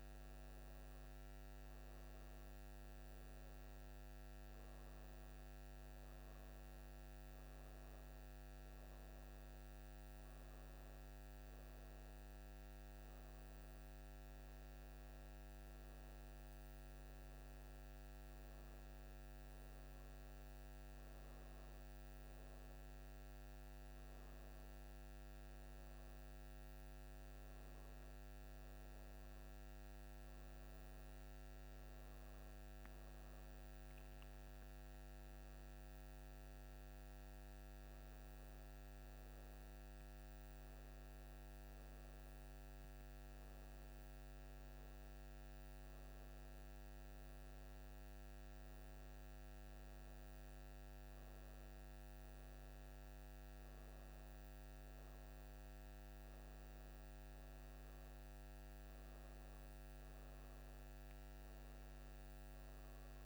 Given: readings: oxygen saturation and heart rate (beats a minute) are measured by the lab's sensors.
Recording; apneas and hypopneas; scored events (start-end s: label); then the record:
breathing in sleep, hard to hear, by a microphone on the trachea; none
0.00-16.00 s: oxygen desaturation (device-marked, oxygen 92% lowest, heart rate 62 extreme)
From the record:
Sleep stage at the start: N1 (lightest sleep); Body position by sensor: on the back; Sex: female